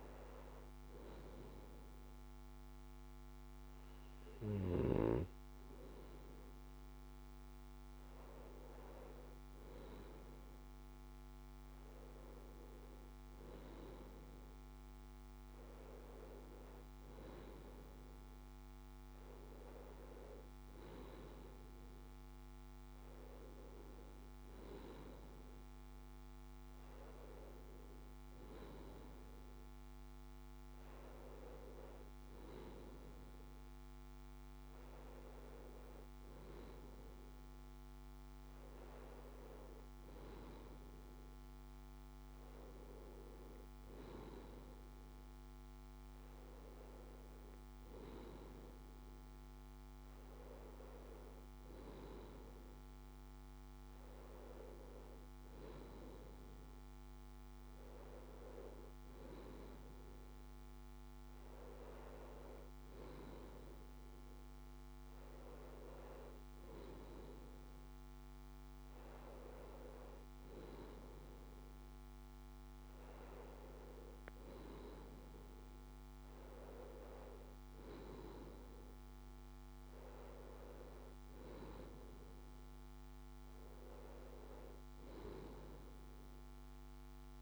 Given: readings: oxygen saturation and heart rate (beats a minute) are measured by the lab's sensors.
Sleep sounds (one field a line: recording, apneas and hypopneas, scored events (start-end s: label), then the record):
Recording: breathing in sleep by a microphone on the trachea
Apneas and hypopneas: none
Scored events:
none scored
From the record:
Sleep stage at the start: N2 (light sleep)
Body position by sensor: on the left side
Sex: male